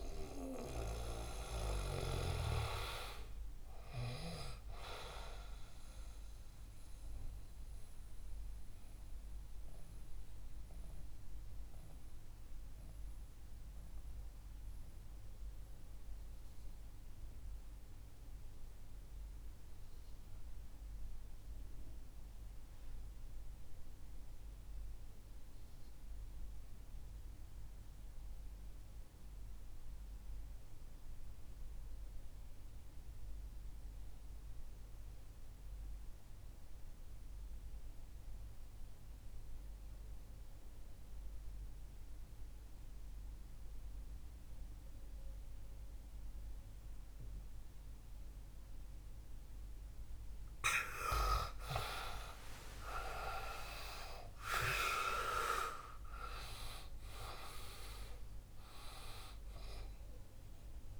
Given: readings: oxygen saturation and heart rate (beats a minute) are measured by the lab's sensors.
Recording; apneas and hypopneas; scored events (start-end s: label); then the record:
breathing in sleep by a room microphone; 1
0.00-20.00 s: oxygen desaturation (device-marked, oxygen 82% lowest, heart rate 56 extreme)
6.50-50.00 s: mixed apnea (oxygen 99% before, 82% lowest, heart rate 68 before, 54 extreme, up 20 after)
38.00-61.00 s: oxygen desaturation (device-marked, oxygen 98% before, 82% lowest, heart rate 62 before, 54 extreme)
51.50-57.00 s: arousal
From the record:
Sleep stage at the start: REM sleep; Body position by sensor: on the back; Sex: male